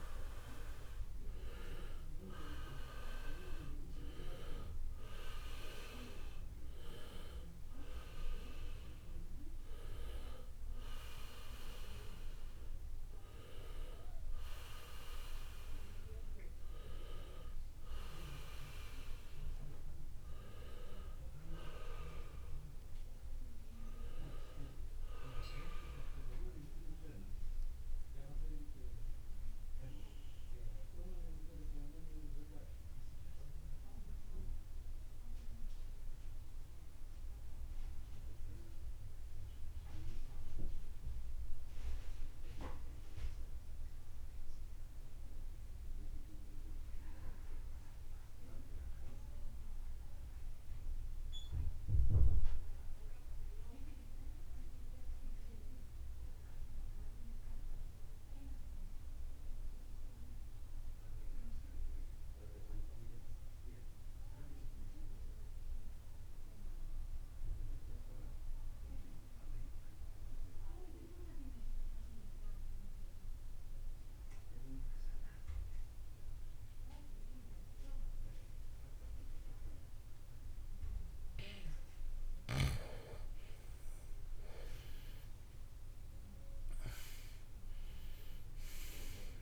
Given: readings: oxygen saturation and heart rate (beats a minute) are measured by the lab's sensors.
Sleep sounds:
breathing in sleep by a room microphone; 1
1.00-49.00 s: oxygen desaturation (device-marked, oxygen 97% before, 81% lowest, heart rate 61 before, 53 extreme)
24.50-29.00 s: arousal
31.00-81.00 s: mixed apnea (oxygen 95% before, 79% lowest, heart rate 79 before, 51 extreme, up 19 after)
71.00-89.42 s: oxygen desaturation (device-marked, oxygen 98% before, 79% lowest, heart rate 64 before, 53 extreme)
83.50-87.50 s: arousal
From the record:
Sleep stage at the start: REM sleep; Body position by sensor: on the right side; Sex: male

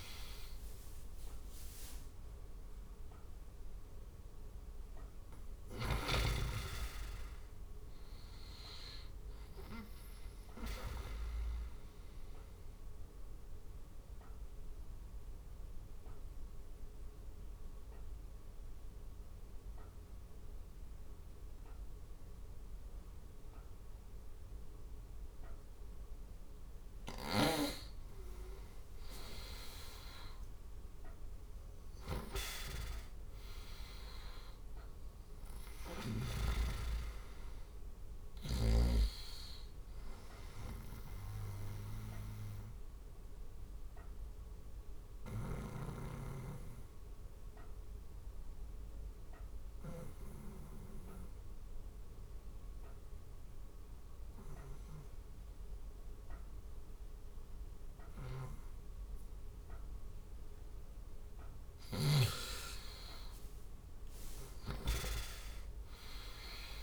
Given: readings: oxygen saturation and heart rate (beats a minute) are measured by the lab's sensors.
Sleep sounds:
breathing in sleep by a room microphone; 2
12.50-25.50 s: obstructive apnea (oxygen 96% before, 89% lowest, heart rate 83 before, 71 extreme, up 9 after)
18.50-26.50 s: oxygen desaturation (device-marked, oxygen 95% before, 92% lowest, heart rate 80 before, 72 extreme)
26.50-38.50 s: snoring (device-marked)
28.50-32.50 s: arousal
35.50-56.50 s: oxygen desaturation (device-marked, oxygen 98% before, 89% lowest, heart rate 75 before, 74 extreme)
41.50-61.00 s: obstructive apnea (oxygen 98% before, 89% lowest, heart rate 77 before, 72 extreme, up 8 after)
44.50-49.50 s: snoring (device-marked)
57.50-62.00 s: snoring (device-marked)
62.50-66.50 s: arousal
64.00-66.83 s: snoring (device-marked)
65.50-66.83 s: oxygen desaturation (device-marked, oxygen 97% before, 91% lowest, heart rate 76 before, 72 extreme)
From the record:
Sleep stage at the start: N2 (light sleep); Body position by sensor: on the right side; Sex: male

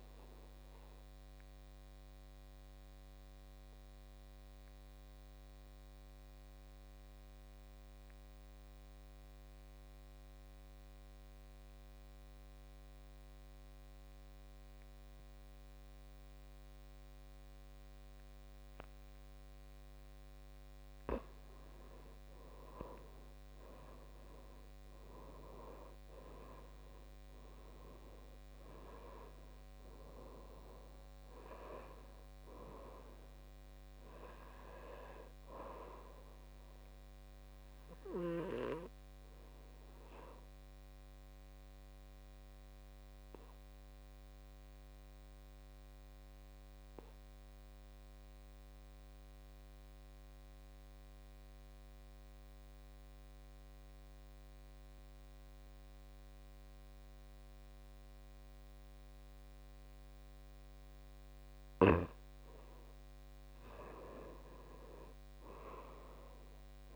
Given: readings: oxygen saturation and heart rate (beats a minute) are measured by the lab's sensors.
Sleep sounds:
breathing in sleep by a microphone on the trachea; 2
0.00-14.50 s: oxygen desaturation (device-marked, oxygen 83% lowest, heart rate 57 extreme)
0.50-20.50 s: obstructive apnea (oxygen 98% before, 83% lowest, heart rate 65 before, 54 extreme, up 11 after)
21.50-26.50 s: arousal
27.50-47.50 s: oxygen desaturation (device-marked, oxygen 97% before, 86% lowest, heart rate 60 before, 54 extreme)
39.00-61.00 s: obstructive apnea (oxygen 98% before, 86% lowest, heart rate 65 before, 55 extreme, up 11 after)
63.50-66.96 s: arousal
65.50-66.96 s: oxygen desaturation (device-marked, oxygen 98% before, 86% lowest, heart rate 56 before, 51 extreme)
From the record:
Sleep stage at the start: N2 (light sleep); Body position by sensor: on the back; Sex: male

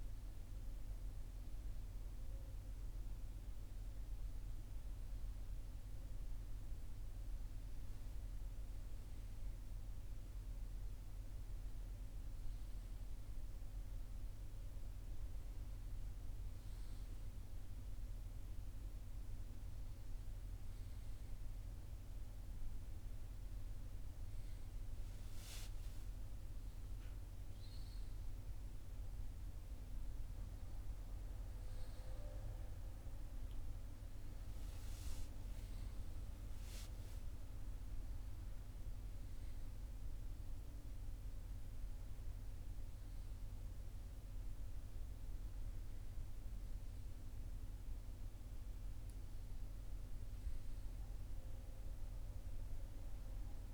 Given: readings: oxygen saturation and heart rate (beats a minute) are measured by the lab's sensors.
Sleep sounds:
breathing in sleep, hard to hear, by a room microphone; none
31.50-37.00 s: arousal
From the record:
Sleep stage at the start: N1 (lightest sleep); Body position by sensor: on the right side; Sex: male

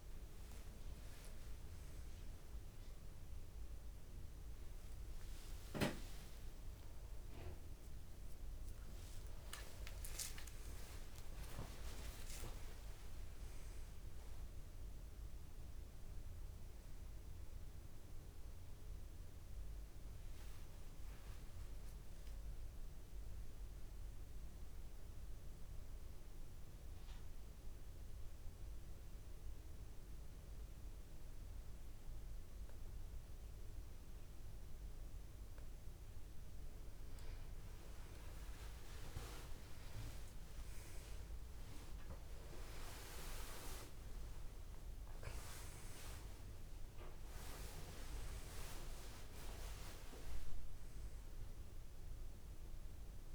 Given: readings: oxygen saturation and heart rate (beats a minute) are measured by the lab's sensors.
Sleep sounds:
a person partly awake in a sleep study, by a room microphone; 1
5.00-11.00 s: tachycardia (device-marked, heart rate 60 before, 120 extreme)
6.50-10.00 s: arousal
24.50-35.50 s: obstructive apnea (oxygen 97% before, 93% lowest, heart rate 86 before, 51 extreme, up 60 after)
36.00-53.35 s: new sleep stage, awake
40.00-52.00 s: tachycardia (device-marked, heart rate 61 before, 149 extreme)
46.00-53.35 s: oxygen desaturation (device-marked, oxygen 96% before, 93% lowest, heart rate 67 before, 52 extreme)
From the record:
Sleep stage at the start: N2 (light sleep); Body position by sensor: on the back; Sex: male

